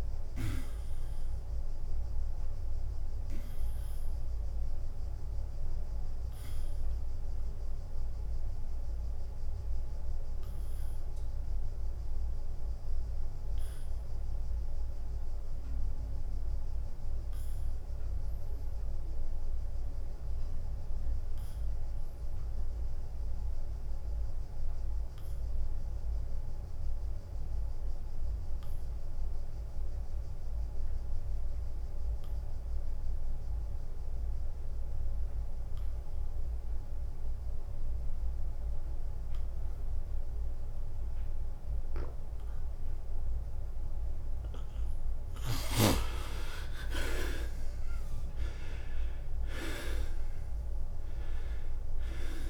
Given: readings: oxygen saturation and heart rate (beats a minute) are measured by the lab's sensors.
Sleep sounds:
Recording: breathing in sleep by a room microphone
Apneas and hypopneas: 1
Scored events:
0.00-6.50 s: drop in pulse transit time (device-marked, heart rate 89 extreme)
7.00-45.00 s: obstructive apnea (oxygen 97% before, 56% lowest, heart rate 90 before, 82 extreme, up 12 after)
14.00-16.00 s: long interval between heartbeats (device-marked, heart rate 89 before, 86 extreme)
22.50-52.50 s: new sleep stage, N2 (light sleep)
26.50-48.50 s: oxygen desaturation (device-marked, oxygen 92% before, 86% lowest, heart rate 86 before, 84 extreme)
38.00-40.00 s: long interval between heartbeats (device-marked, heart rate 85 before, 84 extreme)
47.50-52.50 s: arousal
47.50-52.50 s: drop in pulse transit time (device-marked, heart rate 87 before, 90 extreme)
From the record:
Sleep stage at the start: REM sleep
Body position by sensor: on the back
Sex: male

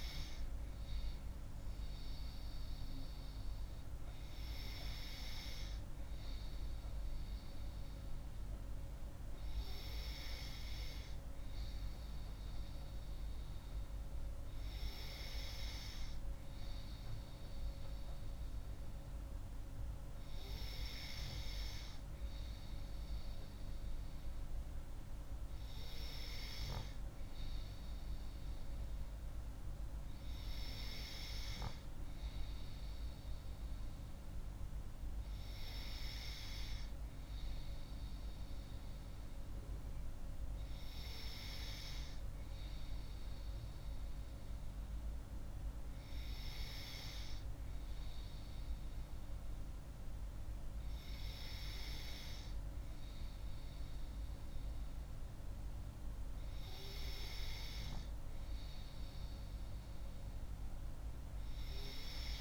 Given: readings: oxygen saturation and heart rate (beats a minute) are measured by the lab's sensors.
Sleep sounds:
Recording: breathing in sleep by a room microphone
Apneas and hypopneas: none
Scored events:
none scored
From the record:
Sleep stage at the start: N3 (deep sleep)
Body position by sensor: on the left side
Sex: female

